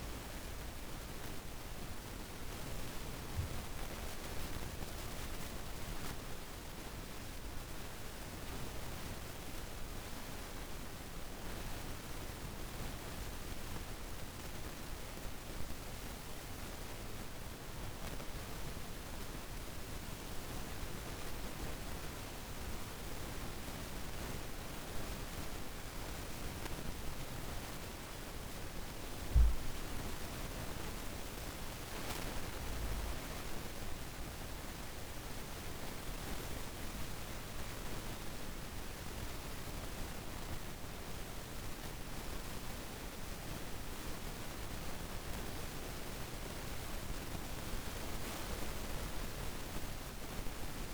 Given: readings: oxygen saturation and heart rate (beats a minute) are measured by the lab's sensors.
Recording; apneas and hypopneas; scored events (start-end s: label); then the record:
breathing in sleep, hard to hear, by a room microphone; 1
14.00-25.50 s: hypopnea (oxygen 95% before, 86% lowest, heart rate 57 before, 54 extreme, up 3 after)
27.50-31.50 s: arousal
29.00-45.00 s: oxygen desaturation (device-marked, oxygen 95% before, 86% lowest, heart rate 55 before, 54 extreme)
From the record:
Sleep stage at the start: N2 (light sleep); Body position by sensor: on the back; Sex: female